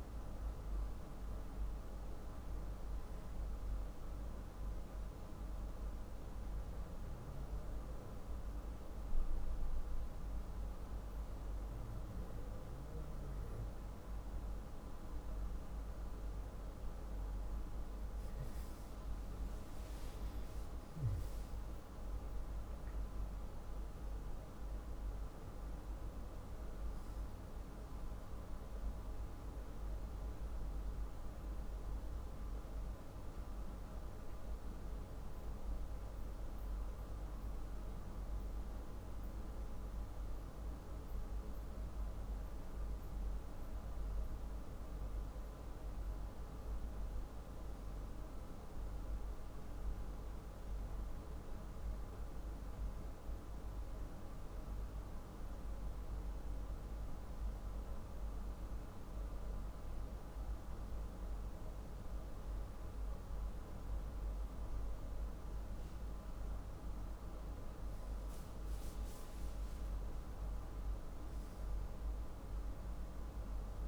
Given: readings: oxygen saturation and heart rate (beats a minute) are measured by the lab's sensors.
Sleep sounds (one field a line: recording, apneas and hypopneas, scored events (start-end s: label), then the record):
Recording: breathing in sleep, hard to hear, by a room microphone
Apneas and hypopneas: none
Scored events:
19.50-23.50 s: arousal
From the record:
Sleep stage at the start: N2 (light sleep)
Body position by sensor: on the back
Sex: male